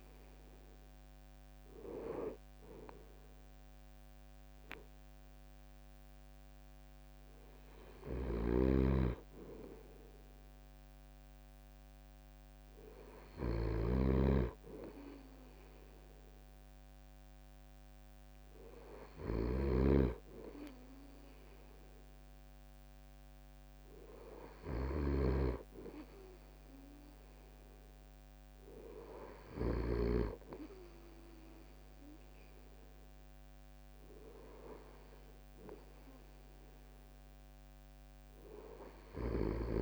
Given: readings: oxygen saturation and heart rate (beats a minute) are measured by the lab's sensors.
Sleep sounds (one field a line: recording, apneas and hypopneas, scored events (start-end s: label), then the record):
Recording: breathing in sleep by a microphone on the trachea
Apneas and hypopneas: none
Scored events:
7.50-29.50 s: snoring (device-marked)
From the record:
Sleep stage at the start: N2 (light sleep)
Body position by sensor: on the right side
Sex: male